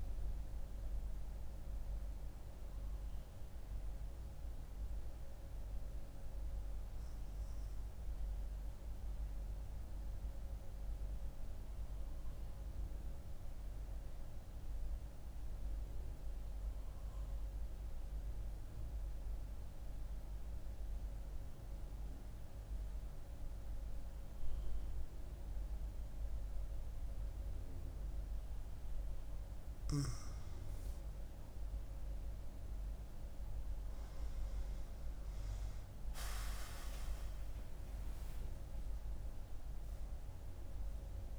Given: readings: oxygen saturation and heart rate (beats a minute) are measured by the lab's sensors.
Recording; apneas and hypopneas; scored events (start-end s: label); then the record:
breathing in sleep, hard to hear, by a room microphone; 1
0.00-5.00 s: oxygen desaturation (device-marked, oxygen 92% lowest, heart rate 64 extreme)
9.50-28.50 s: mixed apnea (oxygen 98% before, 94% lowest, heart rate 73 before, 64 extreme, up 7 after)
30.00-34.00 s: arousal
32.00-41.39 s: oxygen desaturation (device-marked, oxygen 98% before, 94% lowest, heart rate 67 before, 62 extreme)
From the record:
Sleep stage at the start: N2 (light sleep); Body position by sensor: on the right side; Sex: female